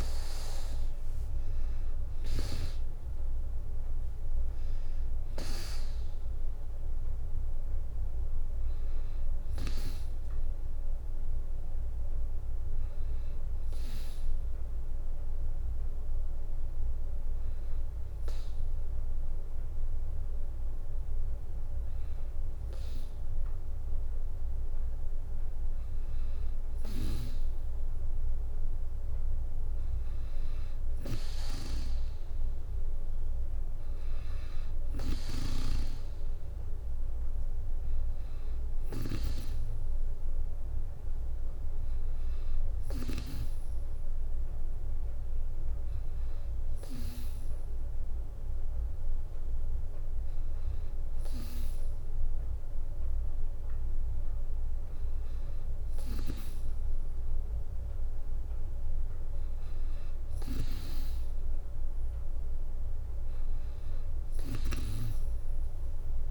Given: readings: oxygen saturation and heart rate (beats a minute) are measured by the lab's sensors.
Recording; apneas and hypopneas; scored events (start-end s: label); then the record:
breathing in sleep by a room microphone; none
0.00-10.00 s: drop in pulse transit time (device-marked, heart rate 63 extreme)
65.00-66.31 s: drop in pulse transit time (device-marked, heart rate 63 before, 63 extreme)
From the record:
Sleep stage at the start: N2 (light sleep); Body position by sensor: on the back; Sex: female